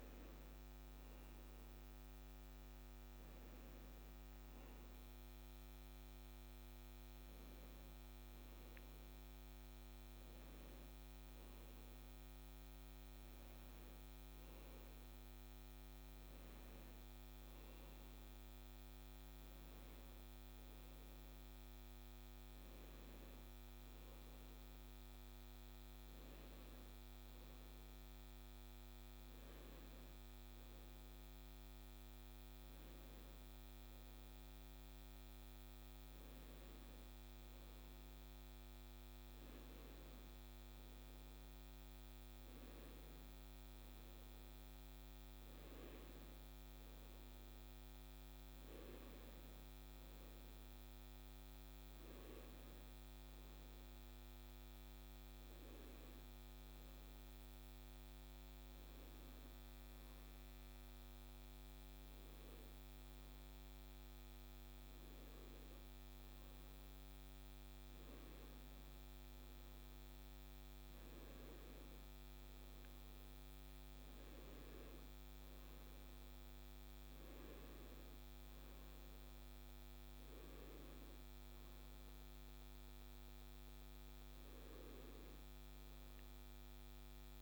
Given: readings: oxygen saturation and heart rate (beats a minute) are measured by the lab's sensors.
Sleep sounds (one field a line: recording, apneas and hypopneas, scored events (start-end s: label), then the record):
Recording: a person awake in a sleep study, hard to hear, by a microphone on the trachea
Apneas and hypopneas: none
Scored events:
60.00-87.42 s: new sleep stage, N1 (lightest sleep)
From the record:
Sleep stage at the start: awake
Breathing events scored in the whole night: 182 in 5.9 hours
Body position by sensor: on the left side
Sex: male